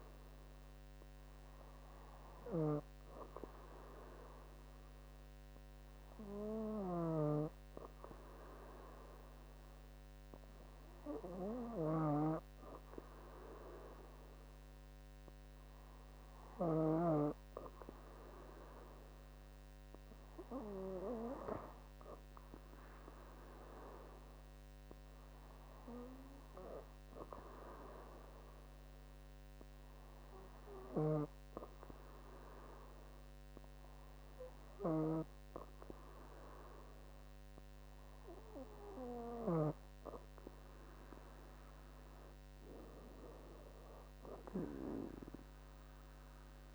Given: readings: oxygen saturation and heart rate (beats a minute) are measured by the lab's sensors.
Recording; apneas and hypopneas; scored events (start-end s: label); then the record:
breathing in sleep by a microphone on the trachea; none
none scored
From the record:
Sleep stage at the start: N2 (light sleep); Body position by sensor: on the back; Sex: female